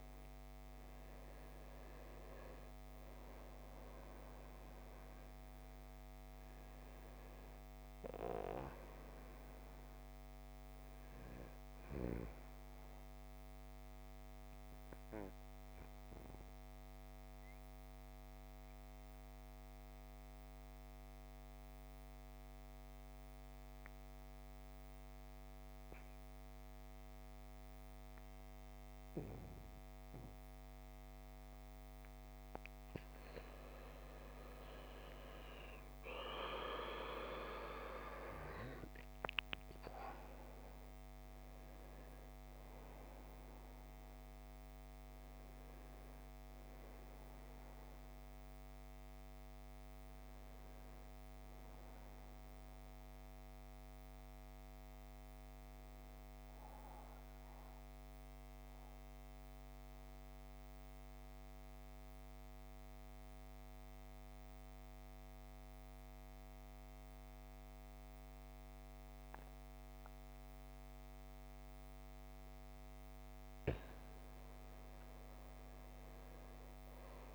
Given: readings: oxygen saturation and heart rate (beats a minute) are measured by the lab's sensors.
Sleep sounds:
breathing in sleep by a microphone on the trachea; 2
2.00-25.00 s: oxygen desaturation (device-marked, oxygen 97% before, 92% lowest, heart rate 55 before, 51 extreme)
12.50-32.50 s: obstructive apnea (oxygen 97% before, 87% lowest, heart rate 60 before, 51 extreme, up 16 after)
33.50-39.00 s: arousal
34.00-66.00 s: oxygen desaturation (device-marked, oxygen 97% before, 87% lowest, heart rate 54 before, 50 extreme)
57.00-73.00 s: mixed apnea (oxygen 97% before, 85% lowest, heart rate 63 before, 50 extreme, up 11 after)
75.00-77.35 s: arousal
From the record:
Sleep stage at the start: N2 (light sleep); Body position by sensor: on the back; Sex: male

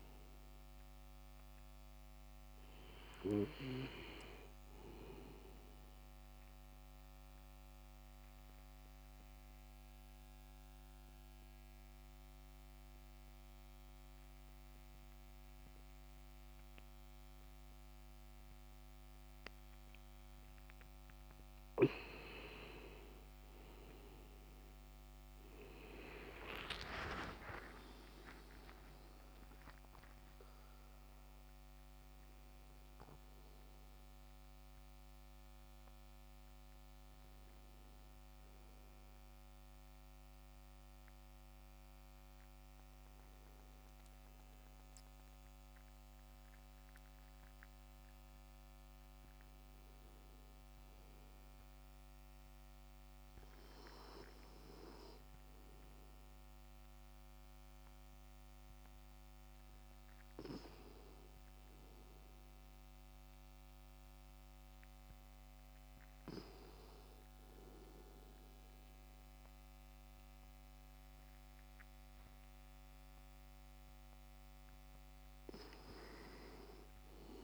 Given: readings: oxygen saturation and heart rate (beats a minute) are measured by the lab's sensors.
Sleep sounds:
breathing in sleep by a microphone on the trachea; 2
0.00-9.00 s: oxygen desaturation (device-marked, oxygen 94% lowest, heart rate 64 extreme)
6.00-21.50 s: obstructive apnea (oxygen 98% before, 92% lowest, heart rate 75 before, 64 extreme, up 16 after)
22.50-27.00 s: arousal
26.00-51.00 s: oxygen desaturation (device-marked, oxygen 97% before, 92% lowest, heart rate 67 before, 65 extreme)
47.00-65.50 s: hypopnea (oxygen 97% before, 93% lowest, heart rate 74 before, 64 extreme, up 5 after)
68.00-72.00 s: arousal
71.00-77.44 s: oxygen desaturation (device-marked, oxygen 99% before, 94% lowest, heart rate 68 before, 66 extreme)
From the record:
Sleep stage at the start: N2 (light sleep); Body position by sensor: on the back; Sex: male

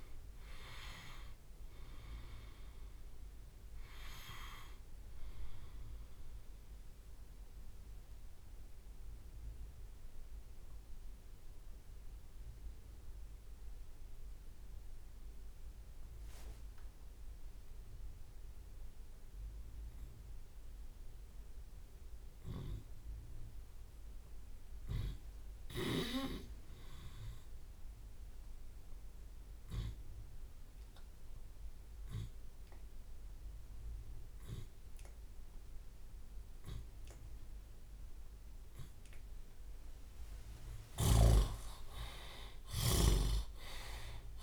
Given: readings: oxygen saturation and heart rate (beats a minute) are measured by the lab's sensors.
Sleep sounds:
breathing in sleep by a room microphone; 1
0.50-2.50 s: long interval between heartbeats (device-marked, heart rate 77 before, 46 extreme)
5.00-7.00 s: long interval between heartbeats (device-marked, heart rate 74 before, 48 extreme)
6.00-39.00 s: obstructive apnea (oxygen 98% before, 66% lowest)
9.00-13.00 s: drop in pulse transit time (device-marked, heart rate 68 before, 48 extreme)
15.00-34.00 s: oxygen desaturation (device-marked, oxygen 97% before, 66% lowest, heart rate 49 before, 50 extreme)
16.00-20.00 s: tachycardia (device-marked, heart rate 73 before, 115 extreme)
17.50-19.50 s: long interval between heartbeats (device-marked, heart rate 42 before, 47 extreme)
20.00-22.00 s: long interval between heartbeats (device-marked, heart rate 45 before, 118 extreme)
23.00-25.00 s: long interval between heartbeats (device-marked, heart rate 55 before, 87 extreme)
25.00-28.00 s: drop in pulse transit time (device-marked, heart rate 60 before, 77 extreme)
25.50-27.50 s: long interval between heartbeats (device-marked, heart rate 60 before, 78 extreme)
28.00-30.00 s: long interval between heartbeats (device-marked, heart rate 66 before, 88 extreme)
30.00-32.00 s: long interval between heartbeats (device-marked, heart rate 70 before, 68 extreme)
34.50-36.50 s: long interval between heartbeats (device-marked, heart rate 77 before, 71 extreme)
37.00-39.00 s: long interval between heartbeats (device-marked, heart rate 83 before, 61 extreme)
39.00-44.43 s: tachycardia (device-marked, heart rate 73 before, 107 extreme)
40.00-44.43 s: drop in pulse transit time (device-marked, heart rate 82 before, 50 extreme)
40.50-44.43 s: arousal
41.00-43.00 s: long interval between heartbeats (device-marked, heart rate 79 before, 79 extreme)
41.00-44.43 s: snoring (device-marked)
From the record:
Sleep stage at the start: N2 (light sleep); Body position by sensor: on the left side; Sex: male

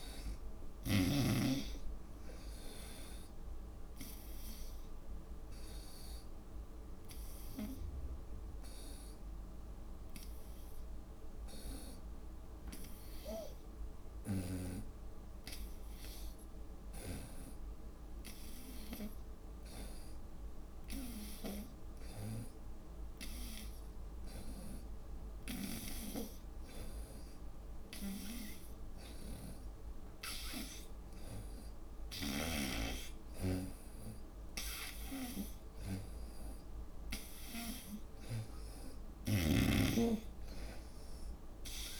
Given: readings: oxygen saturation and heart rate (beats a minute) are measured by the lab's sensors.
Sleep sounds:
breathing in sleep by a room microphone; 1
0.00-1.50 s: snoring (device-marked)
0.00-7.50 s: oxygen desaturation (device-marked, oxygen 84% lowest, heart rate 71 extreme)
5.50-24.00 s: hypopnea (oxygen 90% before, 84% lowest, heart rate 76 before, 72 extreme, up 2 after)
21.50-42.00 s: oxygen desaturation (device-marked, oxygen 94% before, 86% lowest, heart rate 73 before, 75 extreme)
28.00-33.00 s: arousal
From the record:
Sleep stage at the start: N2 (light sleep); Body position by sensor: on the front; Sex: female

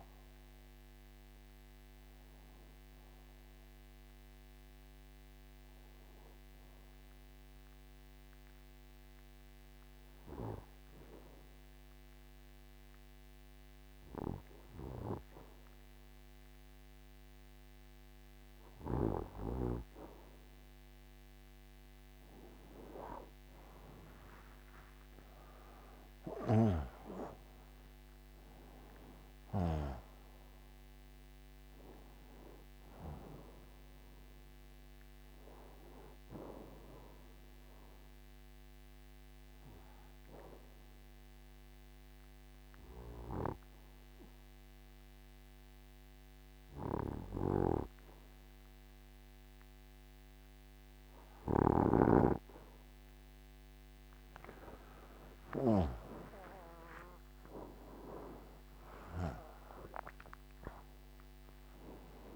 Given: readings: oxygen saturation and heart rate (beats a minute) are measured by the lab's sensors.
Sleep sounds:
breathing in sleep by a microphone on the trachea; 2
1.50-17.50 s: oxygen desaturation (device-marked, oxygen 94% before, 90% lowest, heart rate 81 before, 61 extreme)
7.50-20.50 s: obstructive apnea (oxygen 95% before, 91% lowest, heart rate 85 before, 61 extreme, up 24 after)
23.00-27.00 s: arousal
31.50-36.50 s: oxygen desaturation (device-marked, oxygen 96% before, 91% lowest, heart rate 73 before, 65 extreme)
37.50-52.00 s: obstructive apnea (oxygen 98% before, 91% lowest, heart rate 79 before, 65 extreme, up 27 after)
55.50-60.00 s: arousal
From the record:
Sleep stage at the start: N2 (light sleep); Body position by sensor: on the right side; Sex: male

